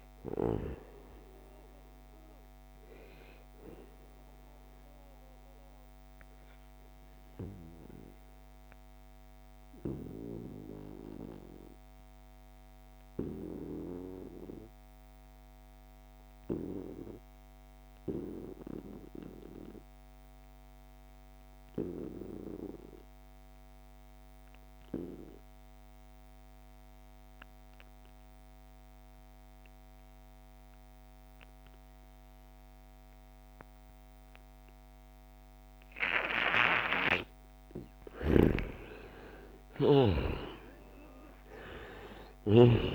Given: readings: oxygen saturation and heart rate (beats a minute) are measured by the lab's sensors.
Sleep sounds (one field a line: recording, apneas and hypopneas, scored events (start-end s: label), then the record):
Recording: breathing in sleep by a microphone on the trachea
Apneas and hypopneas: 1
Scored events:
0.00-9.00 s: oxygen desaturation (device-marked, oxygen 90% lowest, heart rate 65 extreme)
3.00-36.00 s: obstructive apnea (oxygen 98% before, 89% lowest, heart rate 76 before, 65 extreme, up 10 after)
30.00-42.95 s: oxygen desaturation (device-marked, oxygen 97% before, 89% lowest, heart rate 71 before, 65 extreme)
34.00-42.95 s: new sleep stage, N1 (lightest sleep)
37.50-42.00 s: snoring (device-marked)
38.00-41.50 s: arousal
From the record:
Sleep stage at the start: N2 (light sleep)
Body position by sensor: on the right side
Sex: male